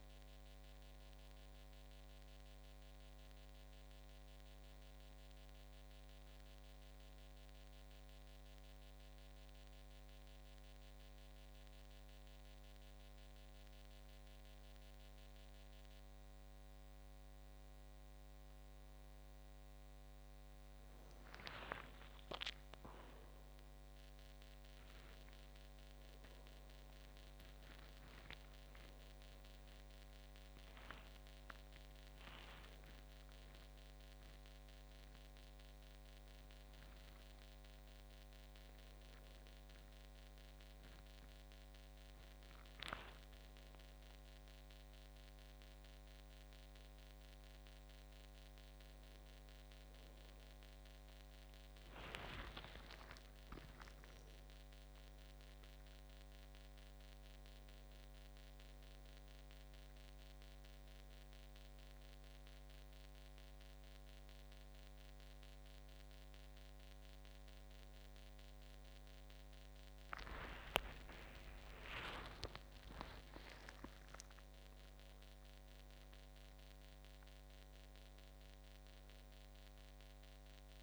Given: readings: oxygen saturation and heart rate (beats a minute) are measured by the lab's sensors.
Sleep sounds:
breathing in sleep by a microphone on the trachea; 1
6.00-80.83 s: new sleep stage, N2 (light sleep)
6.50-18.00 s: hypopnea (oxygen 98% before, 94% lowest, heart rate 86 before, 75 extreme, up 10 after)
22.50-26.50 s: arousal
27.00-45.00 s: oxygen desaturation (device-marked, oxygen 99% before, 94% lowest, heart rate 80 before, 75 extreme)
70.50-74.00 s: arousal
From the record:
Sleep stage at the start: N3 (deep sleep); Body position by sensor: on the back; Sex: male

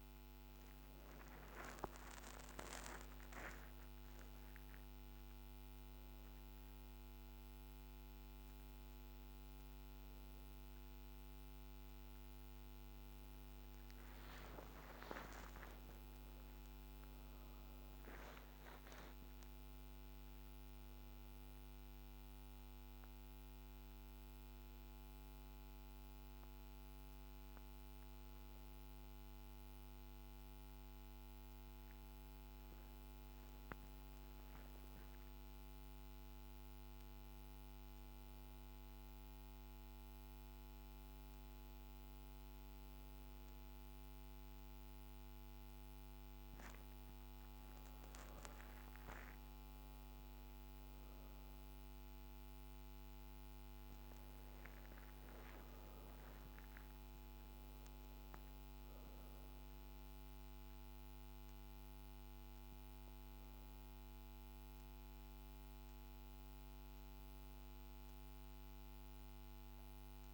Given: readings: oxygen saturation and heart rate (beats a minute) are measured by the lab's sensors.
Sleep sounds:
a person partly awake in a sleep study, hard to hear, by a microphone on the trachea; none
26.50-70.34 s: new sleep stage, N2 (light sleep)
From the record:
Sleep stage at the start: awake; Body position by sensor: on the back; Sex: female

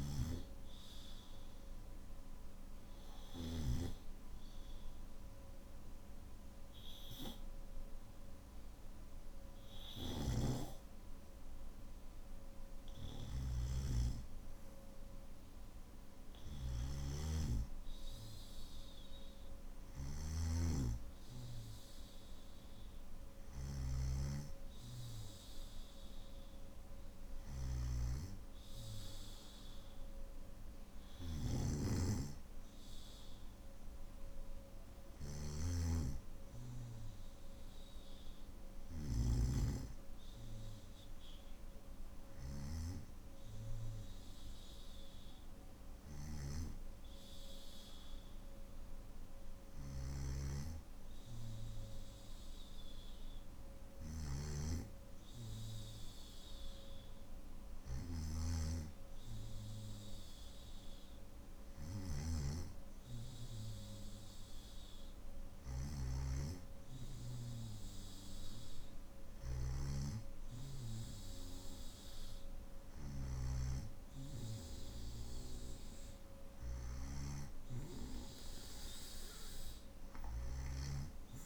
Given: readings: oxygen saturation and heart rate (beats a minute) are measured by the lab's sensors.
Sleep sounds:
breathing in sleep by a room microphone; none
16.50-39.00 s: snoring (device-marked)
49.50-62.00 s: snoring (device-marked)
79.50-81.46 s: long interval between heartbeats (device-marked, heart rate 55 before, 63 extreme)
From the record:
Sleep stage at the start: N2 (light sleep); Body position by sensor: on the back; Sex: male

